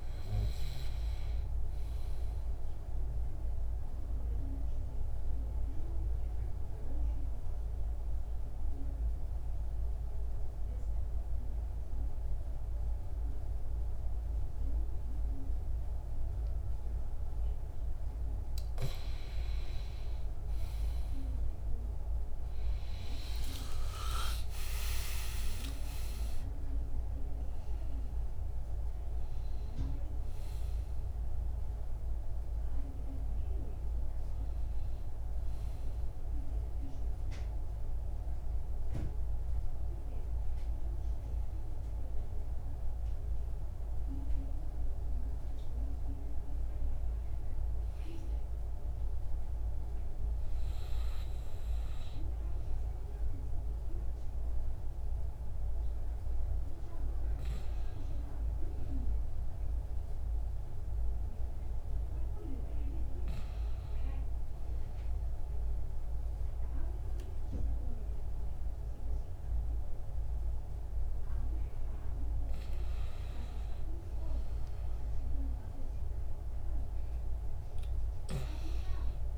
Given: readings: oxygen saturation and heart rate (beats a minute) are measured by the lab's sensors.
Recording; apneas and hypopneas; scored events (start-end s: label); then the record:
breathing in sleep by a room microphone; 2
0.00-6.00 s: oxygen desaturation (device-marked, oxygen 94% lowest, heart rate 64 extreme)
3.00-18.50 s: obstructive apnea (oxygen 98% before, 92% lowest, heart rate 75 before, 64 extreme, up 16 after)
19.50-24.00 s: arousal
23.00-48.00 s: oxygen desaturation (device-marked, oxygen 97% before, 92% lowest, heart rate 67 before, 65 extreme)
44.00-62.50 s: hypopnea (oxygen 97% before, 93% lowest, heart rate 74 before, 64 extreme, up 5 after)
65.00-69.00 s: arousal
68.00-79.38 s: oxygen desaturation (device-marked, oxygen 99% before, 94% lowest, heart rate 68 before, 66 extreme)
From the record:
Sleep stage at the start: N2 (light sleep); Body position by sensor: on the back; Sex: male